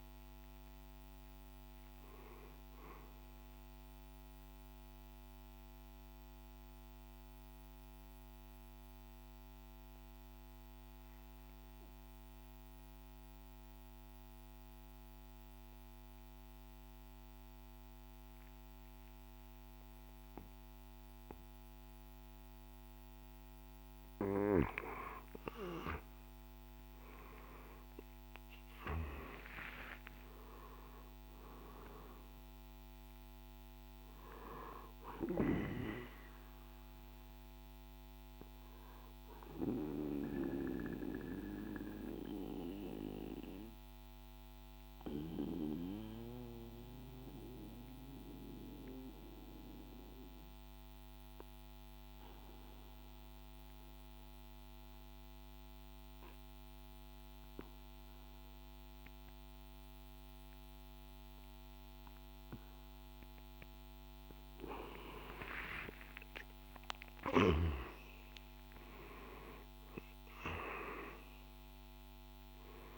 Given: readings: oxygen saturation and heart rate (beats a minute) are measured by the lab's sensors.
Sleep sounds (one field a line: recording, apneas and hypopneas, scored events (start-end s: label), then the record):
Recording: breathing in sleep by a microphone on the trachea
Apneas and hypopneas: 2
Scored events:
0.00-6.00 s: drop in pulse transit time (device-marked, heart rate 60 extreme)
0.00-19.00 s: oxygen desaturation (device-marked, oxygen 90% lowest, heart rate 51 extreme)
4.00-24.50 s: obstructive apnea (oxygen 97% before, 88% lowest, heart rate 60 before, 51 extreme, up 17 after)
26.50-31.50 s: arousal
28.00-54.00 s: oxygen desaturation (device-marked, oxygen 98% before, 88% lowest, heart rate 54 before, 52 extreme)
39.50-63.00 s: obstructive apnea (oxygen 98% before, 85% lowest, heart rate 60 before, 52 extreme, up 8 after)
64.50-70.00 s: arousal
67.00-72.98 s: oxygen desaturation (device-marked, oxygen 98% before, 85% lowest, heart rate 54 before, 50 extreme)
68.00-72.98 s: drop in pulse transit time (device-marked, heart rate 55 before, 53 extreme)
From the record:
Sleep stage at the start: N2 (light sleep)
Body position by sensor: on the right side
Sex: male